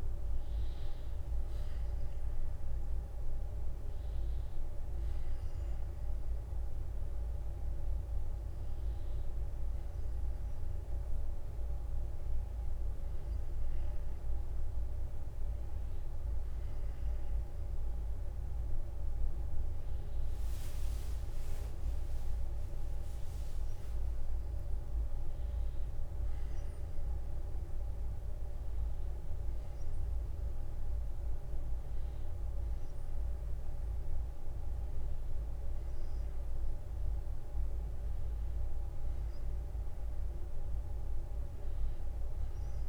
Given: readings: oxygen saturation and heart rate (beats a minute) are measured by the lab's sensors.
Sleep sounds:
a person awake in a sleep study, hard to hear, by a room microphone; none
13.50-15.50 s: long interval between heartbeats (device-marked, heart rate 61 before, 63 extreme)
21.50-23.50 s: long interval between heartbeats (device-marked, heart rate 59 before, 63 extreme)
31.00-33.00 s: long interval between heartbeats (device-marked, heart rate 58 before, 60 extreme)
33.00-42.89 s: new sleep stage, N1 (lightest sleep)
From the record:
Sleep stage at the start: awake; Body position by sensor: on the back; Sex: male

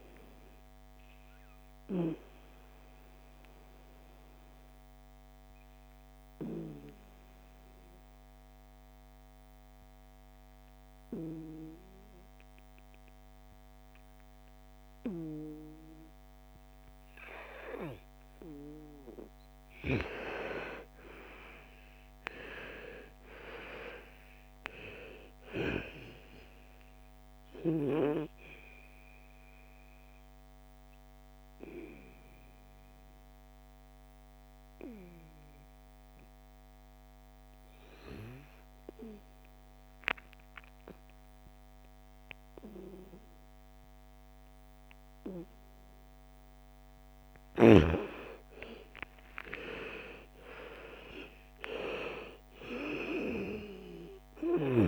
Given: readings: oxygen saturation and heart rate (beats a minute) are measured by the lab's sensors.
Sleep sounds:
breathing in sleep by a microphone on the trachea; 2
0.00-13.00 s: oxygen desaturation (device-marked, oxygen 87% lowest, heart rate 55 extreme)
1.00-19.50 s: obstructive apnea (oxygen 99% before, 86% lowest, heart rate 59 before, 55 extreme, up 15 after)
20.50-25.00 s: arousal
24.00-39.00 s: oxygen desaturation (device-marked, oxygen 99% before, 86% lowest, heart rate 57 before, 55 extreme)
28.00-46.00 s: obstructive apnea (oxygen 99% before, 84% lowest, heart rate 59 before, 54 extreme, up 11 after)
48.50-53.00 s: arousal
50.00-54.88 s: oxygen desaturation (device-marked, oxygen 99% before, 86% lowest, heart rate 58 before, 54 extreme)
From the record:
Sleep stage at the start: N2 (light sleep); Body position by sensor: on the back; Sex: female

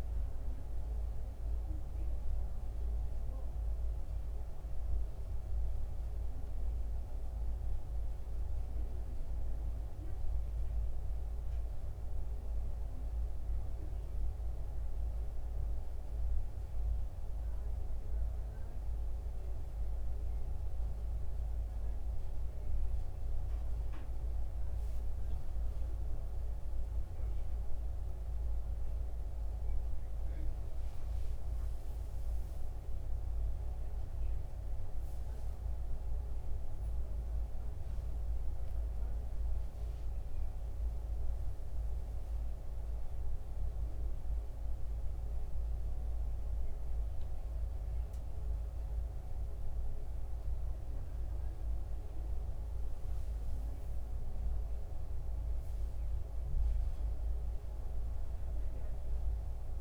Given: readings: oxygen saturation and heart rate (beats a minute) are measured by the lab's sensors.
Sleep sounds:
breathing in sleep, hard to hear, by a room microphone; none
0.00-5.50 s: oxygen desaturation (device-marked, oxygen 85% lowest, heart rate 69 extreme)
24.50-29.00 s: arousal
From the record:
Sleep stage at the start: N1 (lightest sleep); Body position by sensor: on the back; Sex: male

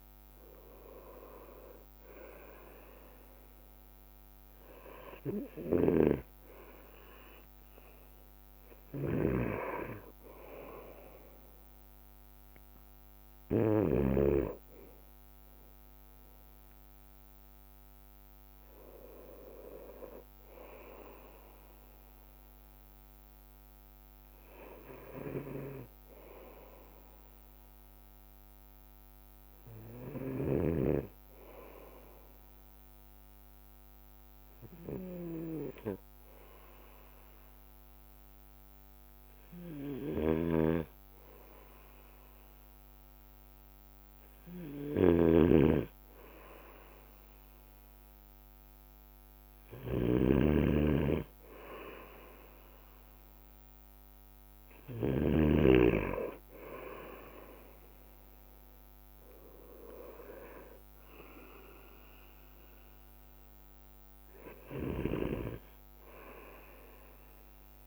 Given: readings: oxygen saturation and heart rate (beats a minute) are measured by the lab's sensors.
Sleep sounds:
breathing in sleep by a microphone on the trachea; 1
0.00-15.50 s: bradycardia (device-marked, heart rate 55 extreme)
6.00-14.50 s: snoring (device-marked)
21.50-67.87 s: bradycardia (device-marked, heart rate 58 before, 54 extreme)
33.00-45.00 s: hypopnea (oxygen 93% before, 92% lowest, heart rate 59 before, 54 extreme)
40.50-55.50 s: snoring (device-marked)
50.50-54.50 s: arousal
57.50-67.50 s: drop in pulse transit time (device-marked, heart rate 57 before, 55 extreme)
65.00-67.87 s: snoring (device-marked)
From the record:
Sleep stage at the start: N2 (light sleep); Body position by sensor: on the right side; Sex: male

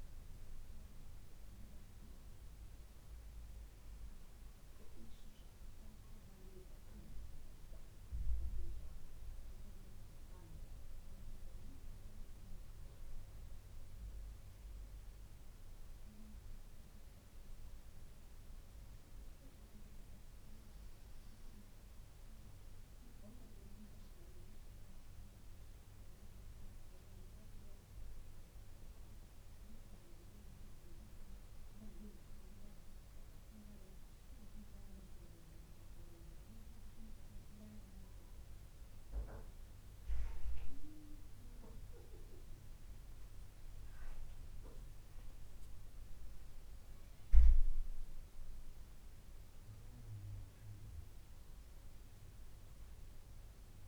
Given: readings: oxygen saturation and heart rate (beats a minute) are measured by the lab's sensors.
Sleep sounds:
breathing in sleep by a room microphone; 1
3.50-14.50 s: obstructive apnea (oxygen 99% before, 95% lowest, heart rate 72 before, 69 extreme, up 0 after)
17.00-20.50 s: arousal
From the record:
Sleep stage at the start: N2 (light sleep); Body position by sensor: on the back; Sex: female

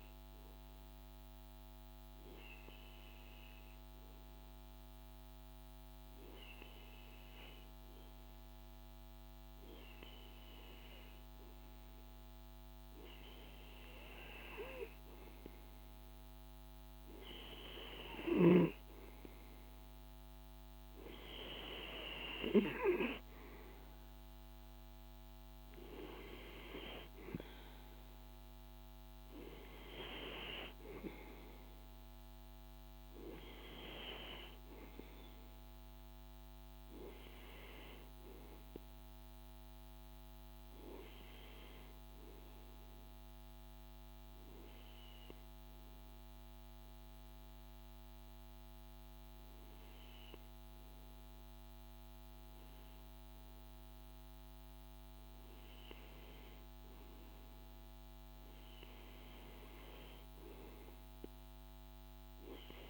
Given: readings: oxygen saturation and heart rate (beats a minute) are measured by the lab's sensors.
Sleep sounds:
breathing in sleep by a microphone on the trachea; 1
14.00-44.00 s: oxygen desaturation (device-marked, oxygen 96% before, 92% lowest, heart rate 53 before, 52 extreme)
39.50-42.50 s: arousal
45.00-56.00 s: hypopnea (oxygen 96% before, 93% lowest, heart rate 54 before, 53 extreme, up 0 after)
58.00-61.50 s: arousal
From the record:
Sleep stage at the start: N2 (light sleep); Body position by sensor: on the right side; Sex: male

